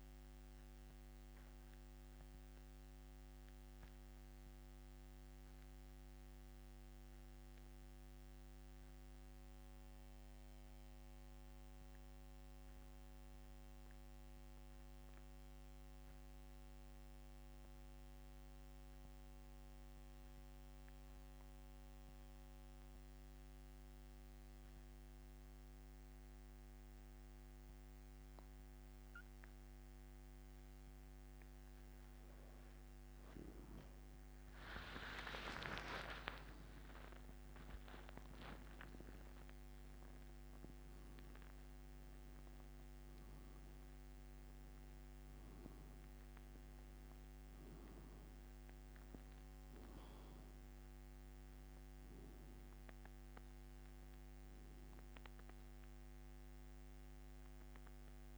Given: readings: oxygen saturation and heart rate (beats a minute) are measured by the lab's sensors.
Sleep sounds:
breathing in sleep by a microphone on the trachea; 1
0.00-32.00 s: oxygen desaturation (device-marked, oxygen 95% before, 88% lowest, heart rate 89 before, 68 extreme)
4.50-30.00 s: central apnea (oxygen 98% before, 86% lowest, heart rate 87 before, 68 extreme, up 12 after)
35.50-40.00 s: arousal
47.00-58.38 s: oxygen desaturation (device-marked, oxygen 97% before, 86% lowest, heart rate 81 before, 65 extreme)
From the record:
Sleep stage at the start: N2 (light sleep); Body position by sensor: on the back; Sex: male

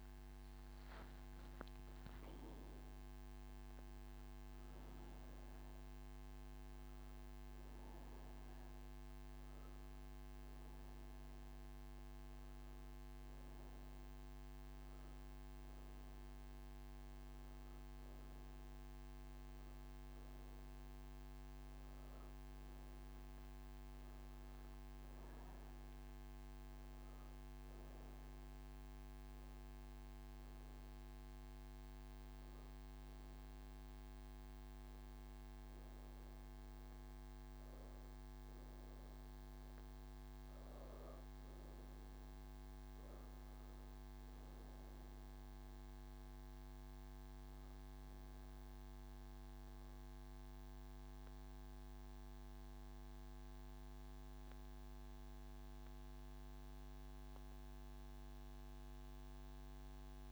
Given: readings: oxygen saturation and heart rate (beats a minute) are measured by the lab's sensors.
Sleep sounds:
breathing in sleep, hard to hear, by a microphone on the trachea; none
2.50-11.50 s: oxygen desaturation (device-marked, oxygen 98% before, 94% lowest)
19.50-42.50 s: oxygen desaturation (device-marked, oxygen 96% before, 93% lowest)
From the record:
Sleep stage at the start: N3 (deep sleep); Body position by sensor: on the right side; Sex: female

